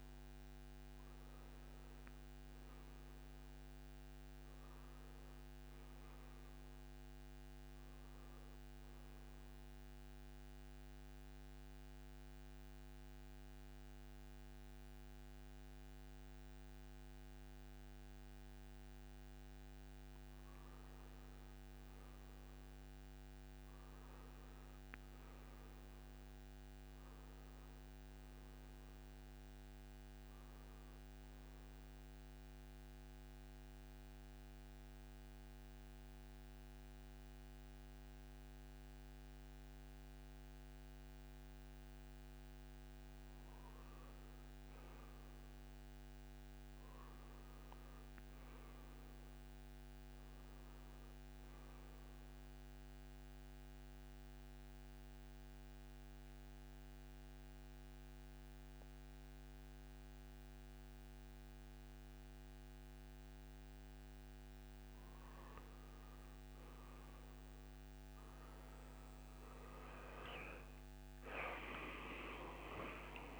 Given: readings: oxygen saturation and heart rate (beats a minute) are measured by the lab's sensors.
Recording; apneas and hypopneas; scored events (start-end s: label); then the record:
breathing in sleep, hard to hear, by a microphone on the trachea; 3
0.00-3.50 s: oxygen desaturation (device-marked, oxygen 89% lowest, heart rate 68 extreme)
4.50-8.00 s: arousal
9.50-26.50 s: oxygen desaturation (device-marked, oxygen 94% before, 89% lowest)
10.00-20.00 s: mixed apnea (oxygen 94% before, 88% lowest)
23.00-27.00 s: arousal
28.50-46.50 s: oxygen desaturation (device-marked, oxygen 96% before, 89% lowest)
33.50-43.50 s: mixed apnea (oxygen 96% before, 87% lowest)
47.50-52.00 s: arousal
55.50-67.50 s: oxygen desaturation (device-marked, oxygen 96% before, 89% lowest, heart rate 41 before, 50 extreme)
56.00-66.00 s: mixed apnea (oxygen 96% before, 87% lowest, heart rate 41 before, 50 extreme)
70.00-73.40 s: arousal
From the record:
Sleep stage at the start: N2 (light sleep); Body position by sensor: on the right side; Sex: male